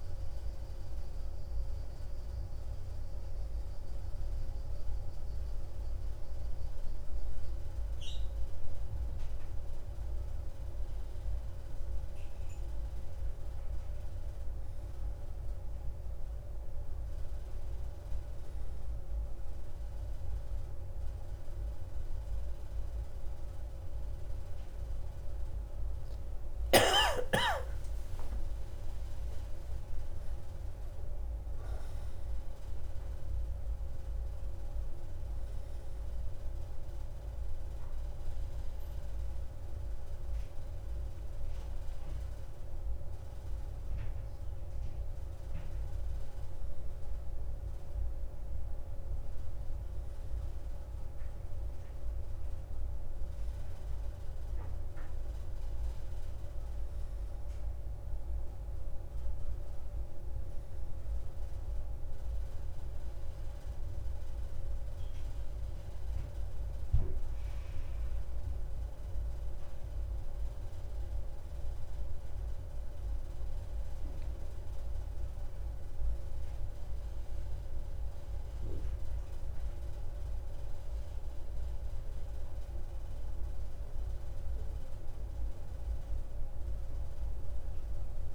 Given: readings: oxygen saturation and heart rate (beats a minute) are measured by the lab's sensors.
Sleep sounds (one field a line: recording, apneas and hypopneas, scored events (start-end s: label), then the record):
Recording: breathing in sleep, hard to hear, by a room microphone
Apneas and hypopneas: none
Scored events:
27.50-32.50 s: arousal
From the record:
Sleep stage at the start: N2 (light sleep)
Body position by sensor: on the right side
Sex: male